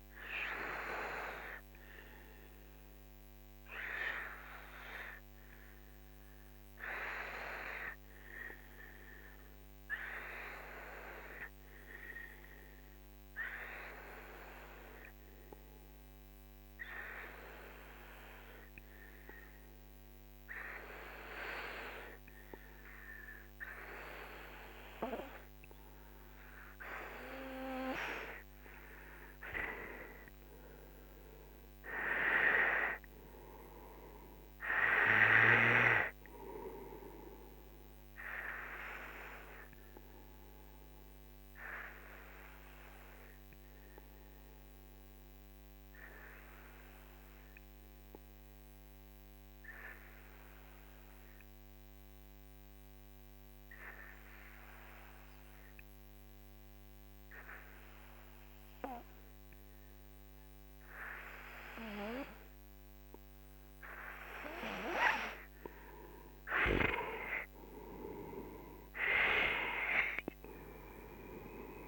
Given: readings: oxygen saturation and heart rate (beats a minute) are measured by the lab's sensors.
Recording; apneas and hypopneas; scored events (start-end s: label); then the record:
breathing in sleep by a microphone on the trachea; 2
0.00-8.50 s: oxygen desaturation (device-marked, oxygen 92% lowest, heart rate 45 extreme)
1.50-28.50 s: obstructive apnea (oxygen 97% before, 92% lowest, heart rate 57 before, 46 extreme, up 8 after)
23.50-42.50 s: oxygen desaturation (device-marked, oxygen 97% before, 92% lowest, heart rate 52 before, 46 extreme)
30.50-34.00 s: arousal
41.00-65.50 s: obstructive apnea (oxygen 97% before, 92% lowest, heart rate 59 before, 45 extreme, up 11 after)
66.50-71.88 s: oxygen desaturation (device-marked, oxygen 97% before, 92% lowest, heart rate 50 before, 45 extreme)
68.00-71.88 s: arousal
From the record:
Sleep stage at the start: N2 (light sleep); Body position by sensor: on the back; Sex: male